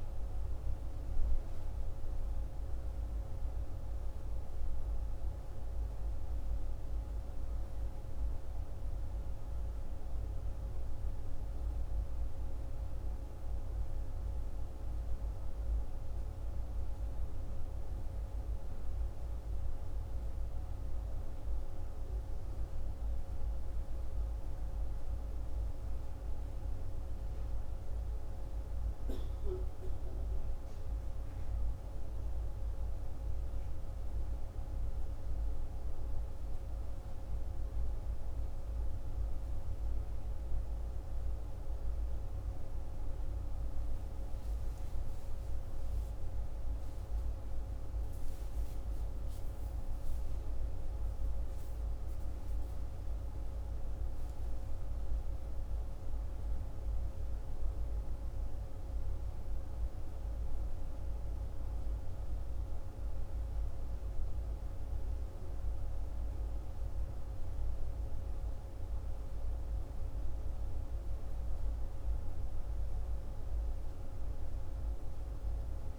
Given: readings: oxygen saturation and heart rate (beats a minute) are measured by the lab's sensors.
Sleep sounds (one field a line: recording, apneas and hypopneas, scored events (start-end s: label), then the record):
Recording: breathing in sleep, hard to hear, by a room microphone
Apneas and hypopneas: none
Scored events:
1.50-75.99 s: new sleep stage, N1 (lightest sleep)
From the record:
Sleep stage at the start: N2 (light sleep)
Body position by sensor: on the left side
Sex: male